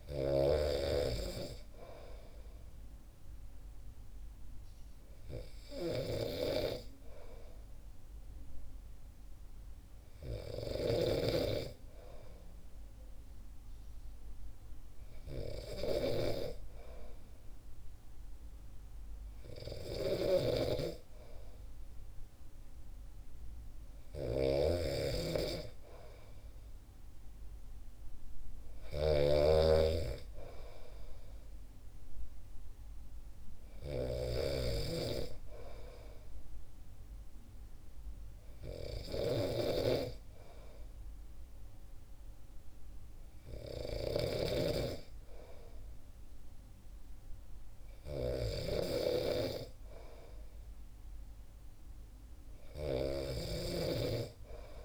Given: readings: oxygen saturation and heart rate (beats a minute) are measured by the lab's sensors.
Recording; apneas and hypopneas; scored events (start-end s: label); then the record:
breathing in sleep by a room microphone; none
0.00-11.00 s: snoring (device-marked)
20.00-54.85 s: snoring (device-marked)
From the record:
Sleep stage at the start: N2 (light sleep); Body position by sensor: on the back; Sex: male